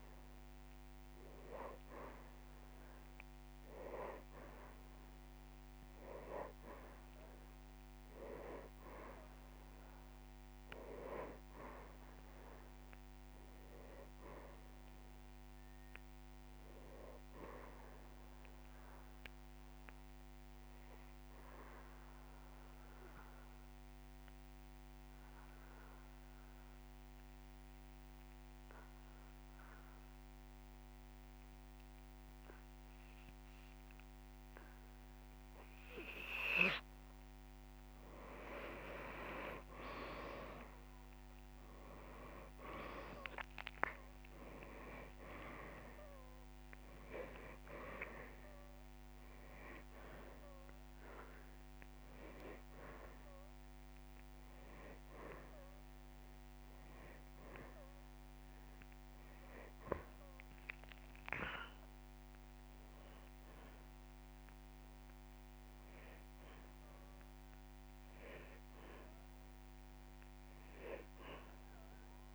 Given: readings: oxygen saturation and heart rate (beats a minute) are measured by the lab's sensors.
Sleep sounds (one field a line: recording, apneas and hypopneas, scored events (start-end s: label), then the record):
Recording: breathing in sleep by a microphone on the trachea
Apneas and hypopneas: 1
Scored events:
0.00-1.00 s: oxygen desaturation (device-marked, oxygen 90% lowest)
13.50-16.50 s: arousal
18.50-20.50 s: long interval between heartbeats (device-marked)
19.00-37.50 s: obstructive apnea (oxygen 99% before, 89% lowest)
39.00-42.00 s: arousal
43.00-72.35 s: oxygen desaturation (device-marked, oxygen 97% before, 89% lowest)
From the record:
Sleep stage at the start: N2 (light sleep)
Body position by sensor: on the back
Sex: male